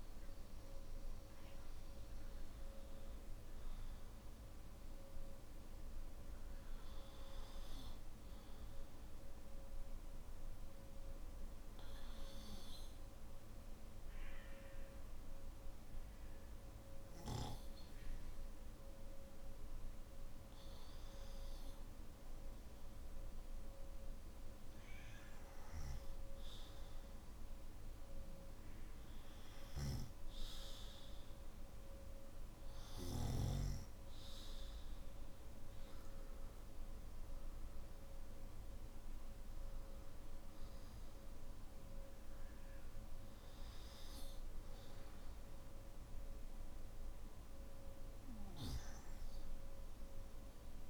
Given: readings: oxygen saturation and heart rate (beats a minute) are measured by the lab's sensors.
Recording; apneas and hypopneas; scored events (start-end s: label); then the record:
breathing in sleep, hard to hear, by a room microphone; 1
8.00-23.00 s: obstructive apnea (oxygen 96% before, 94% lowest, heart rate 53 before, 48 extreme, up 4 after)
From the record:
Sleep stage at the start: N1 (lightest sleep); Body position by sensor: on the back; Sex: male